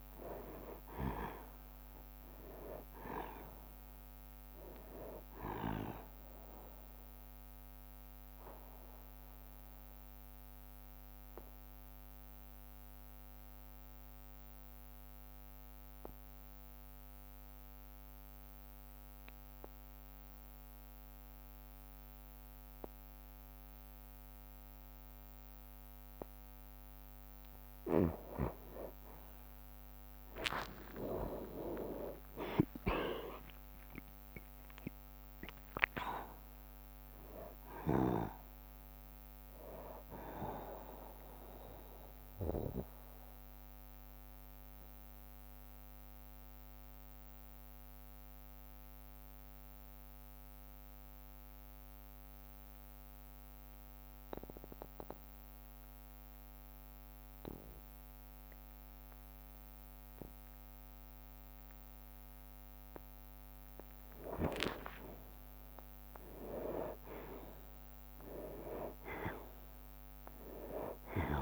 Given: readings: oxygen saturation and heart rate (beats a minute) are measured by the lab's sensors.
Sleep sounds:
breathing in sleep by a microphone on the trachea; 2
0.00-9.00 s: drop in pulse transit time (device-marked, heart rate 63 extreme)
0.00-22.00 s: oxygen desaturation (device-marked, oxygen 88% lowest, heart rate 58 extreme)
4.00-6.00 s: long interval between heartbeats (device-marked, heart rate 63 before, 66 extreme)
7.00-9.00 s: bradycardia (device-marked, heart rate 69 before, 63 extreme)
8.00-25.50 s: obstructive apnea (oxygen 97% before, 87% lowest, heart rate 65 before, 58 extreme, up 7 after)
13.00-22.00 s: bradycardia (device-marked, heart rate 68 before, 58 extreme)
29.00-34.00 s: arousal
30.00-48.00 s: oxygen desaturation (device-marked, oxygen 97% before, 90% lowest, heart rate 60 before, 56 extreme)
32.00-46.00 s: drop in pulse transit time (device-marked, heart rate 60 before, 64 extreme)
41.50-62.00 s: mixed apnea (oxygen 97% before, 87% lowest, heart rate 63 before, 56 extreme, up 10 after)
44.00-56.00 s: bradycardia (device-marked, heart rate 67 before, 56 extreme)
64.00-68.50 s: arousal
67.00-71.42 s: drop in pulse transit time (device-marked, heart rate 59 before, 65 extreme)
67.00-71.42 s: oxygen desaturation (device-marked, oxygen 98% before, 87% lowest, heart rate 59 before, 58 extreme)
From the record:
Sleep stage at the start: N2 (light sleep); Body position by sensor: on the back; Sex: male

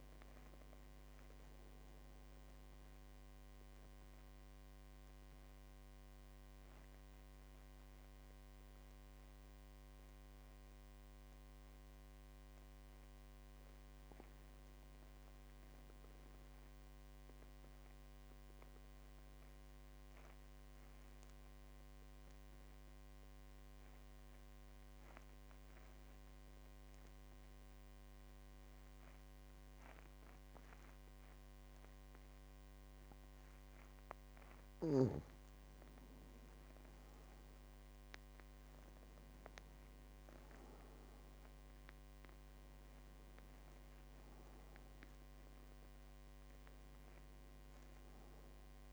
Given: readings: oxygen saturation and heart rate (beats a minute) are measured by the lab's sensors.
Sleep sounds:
breathing in sleep, hard to hear, by a microphone on the trachea; 2
0.00-11.50 s: oxygen desaturation (device-marked, oxygen 92% lowest, heart rate 47 extreme)
2.00-12.00 s: central apnea (oxygen 98% before, 90% lowest, heart rate 52 before, 47 extreme, up 3 after)
14.00-16.50 s: arousal
19.00-34.00 s: obstructive apnea (oxygen 99% before, 90% lowest, heart rate 48 before, 49 extreme, up 8 after)
35.50-48.93 s: oxygen desaturation (device-marked, oxygen 97% before, 90% lowest, heart rate 50 before, 47 extreme)
36.00-40.00 s: arousal
From the record:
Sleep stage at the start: N2 (light sleep); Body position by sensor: on the back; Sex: male

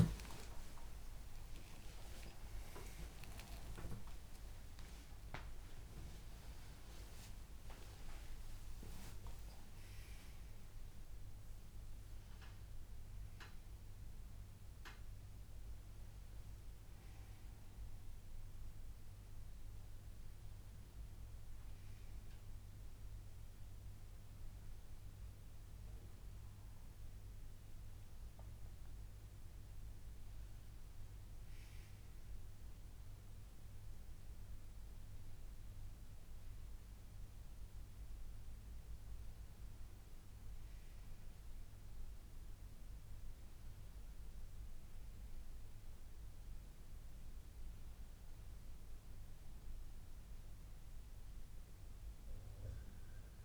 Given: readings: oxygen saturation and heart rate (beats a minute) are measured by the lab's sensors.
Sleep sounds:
a person awake in a sleep study, by a room microphone; none
8.00-11.00 s: oxygen desaturation (device-marked, oxygen 97% before, 94% lowest, heart rate 141 before, 139 extreme)
29.00-53.45 s: new sleep stage, N1 (lightest sleep)
36.50-38.50 s: long interval between heartbeats (device-marked, heart rate 141 before, 133 extreme)
52.00-53.45 s: long interval between heartbeats (device-marked, heart rate 114 before, 105 extreme)
From the record:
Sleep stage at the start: awake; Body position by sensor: on the back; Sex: male

